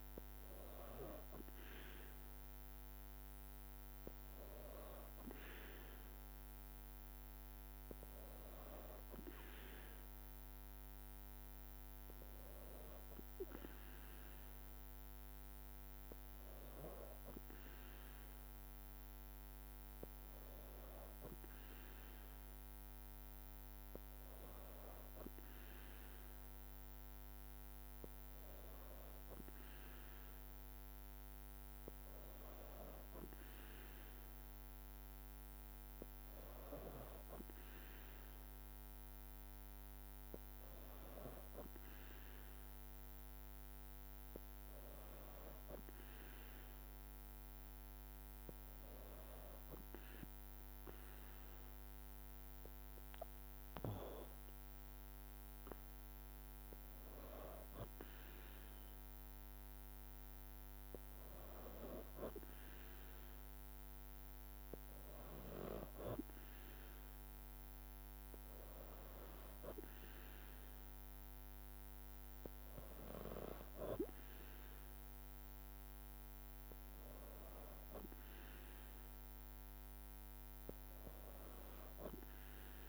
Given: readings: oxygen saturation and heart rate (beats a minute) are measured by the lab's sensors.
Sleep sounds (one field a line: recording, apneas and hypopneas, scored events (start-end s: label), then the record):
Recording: breathing in sleep by a microphone on the trachea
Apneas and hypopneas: 1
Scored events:
0.00-8.50 s: drop in pulse transit time (device-marked, heart rate 56 extreme)
45.50-56.00 s: hypopnea (oxygen 95% before, 92% lowest, heart rate 55 before, 55 extreme, up 3 after)
From the record:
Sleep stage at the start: N2 (light sleep)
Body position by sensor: on the back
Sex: female